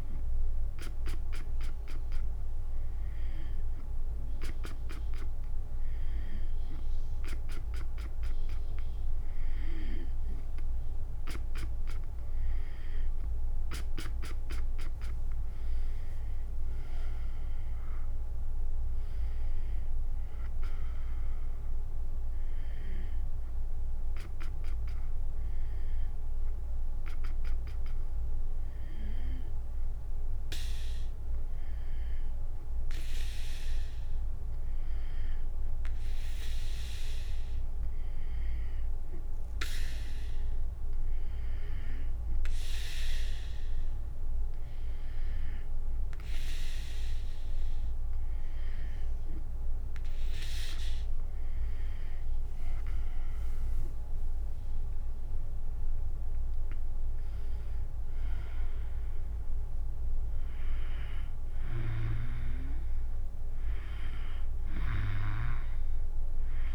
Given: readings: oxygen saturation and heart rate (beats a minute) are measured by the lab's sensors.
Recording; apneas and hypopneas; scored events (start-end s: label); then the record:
breathing in sleep by a room microphone; none
51.00-63.00 s: drop in pulse transit time (device-marked, heart rate 70 before, 69 extreme)
53.50-57.50 s: arousal
From the record:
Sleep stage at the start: N2 (light sleep); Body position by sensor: on the back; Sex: female